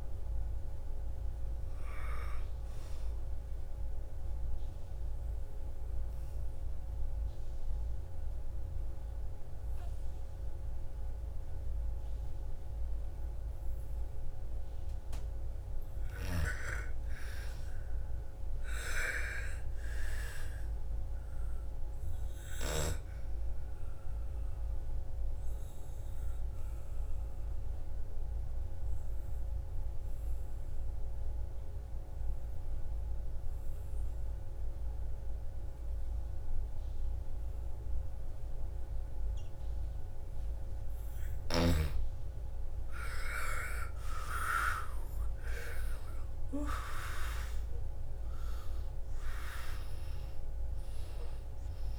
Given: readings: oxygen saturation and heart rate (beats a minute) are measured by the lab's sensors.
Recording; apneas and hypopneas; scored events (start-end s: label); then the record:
breathing in sleep by a room microphone; 2
0.00-7.50 s: oxygen desaturation (device-marked, oxygen 84% lowest, heart rate 56 extreme)
3.50-14.50 s: obstructive apnea (oxygen 99% before, 84% lowest, heart rate 64 before, 55 extreme, up 8 after)
17.00-21.00 s: arousal
22.50-33.50 s: oxygen desaturation (device-marked, oxygen 98% before, 92% lowest, heart rate 59 before, 55 extreme)
24.00-40.50 s: obstructive apnea (oxygen 98% before, 81% lowest, heart rate 59 before, 55 extreme, up 14 after)
41.50-45.50 s: arousal
41.50-51.98 s: oxygen desaturation (device-marked, oxygen 97% before, 84% lowest, heart rate 59 before, 55 extreme)
From the record:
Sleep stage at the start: N2 (light sleep); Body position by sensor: on the back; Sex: female